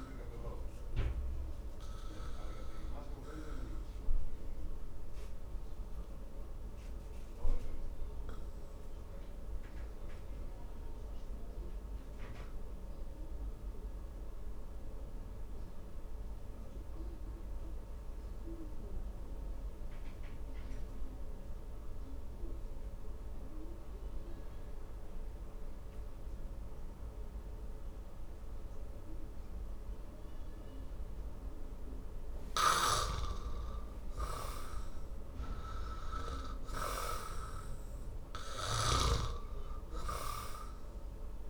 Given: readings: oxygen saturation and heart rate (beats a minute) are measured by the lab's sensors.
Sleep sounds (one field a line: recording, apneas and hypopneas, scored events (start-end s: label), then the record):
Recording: breathing in sleep by a room microphone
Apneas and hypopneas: 1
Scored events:
0.00-29.50 s: oxygen desaturation (device-marked, oxygen 75% lowest, heart rate 49 extreme)
1.00-33.00 s: obstructive apnea (oxygen 98% before, 75% lowest, heart rate 67 before, 49 extreme, up 15 after)
32.50-41.50 s: snoring (device-marked)
34.00-39.00 s: arousal
From the record:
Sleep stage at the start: N2 (light sleep)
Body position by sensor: on the back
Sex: male